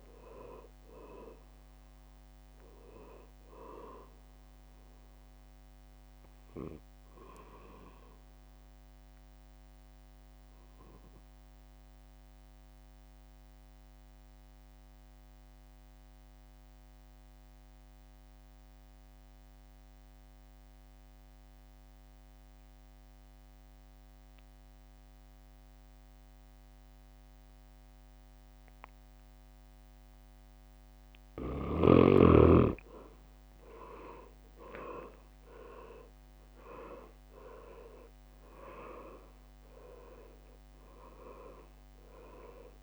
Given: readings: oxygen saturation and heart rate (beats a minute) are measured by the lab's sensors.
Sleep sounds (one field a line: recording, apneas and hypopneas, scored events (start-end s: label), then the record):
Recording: breathing in sleep by a microphone on the trachea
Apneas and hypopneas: 1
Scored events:
0.00-5.00 s: drop in pulse transit time (device-marked, heart rate 68 extreme)
0.00-17.00 s: oxygen desaturation (device-marked, oxygen 93% lowest, heart rate 63 extreme)
7.50-31.50 s: obstructive apnea (oxygen 100% before, 90% lowest, heart rate 71 before, 63 extreme, up 9 after)
31.00-42.83 s: oxygen desaturation (device-marked, oxygen 100% before, 90% lowest, heart rate 64 before, 59 extreme)
32.00-42.83 s: drop in pulse transit time (device-marked, heart rate 64 before, 66 extreme)
33.00-37.50 s: arousal
From the record:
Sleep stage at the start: N2 (light sleep)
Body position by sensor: on the back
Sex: male